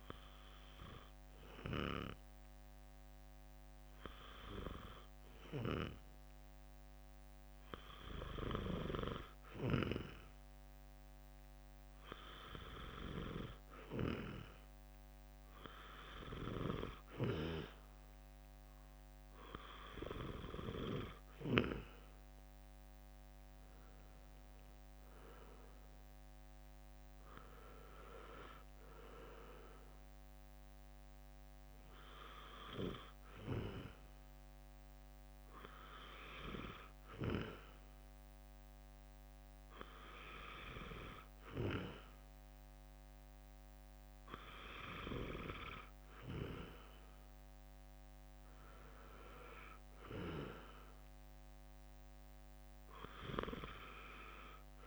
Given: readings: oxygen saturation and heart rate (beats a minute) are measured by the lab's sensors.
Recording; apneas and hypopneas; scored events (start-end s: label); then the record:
breathing in sleep by a microphone on the trachea; none
none scored
From the record:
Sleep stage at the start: N2 (light sleep); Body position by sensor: on the back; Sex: male